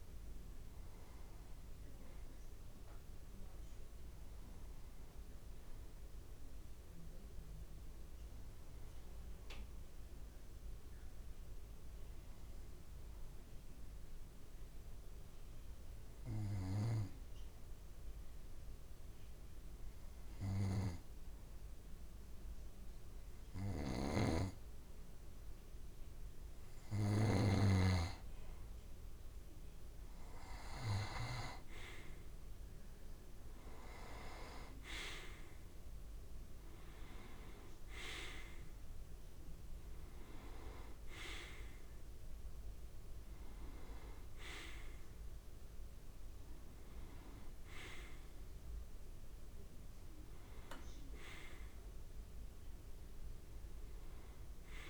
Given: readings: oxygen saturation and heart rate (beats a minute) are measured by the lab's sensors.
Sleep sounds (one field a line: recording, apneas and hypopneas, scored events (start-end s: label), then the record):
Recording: breathing in sleep by a room microphone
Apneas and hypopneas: 1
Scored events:
0.00-2.50 s: oxygen desaturation (device-marked, oxygen 91% lowest)
9.50-27.50 s: obstructive apnea (oxygen 94% before, 89% lowest)
23.50-27.50 s: snoring (device-marked)
26.50-54.90 s: oxygen desaturation (device-marked, oxygen 95% before, 89% lowest)
32.50-36.00 s: arousal
From the record:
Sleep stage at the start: N2 (light sleep)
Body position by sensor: on the right side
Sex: male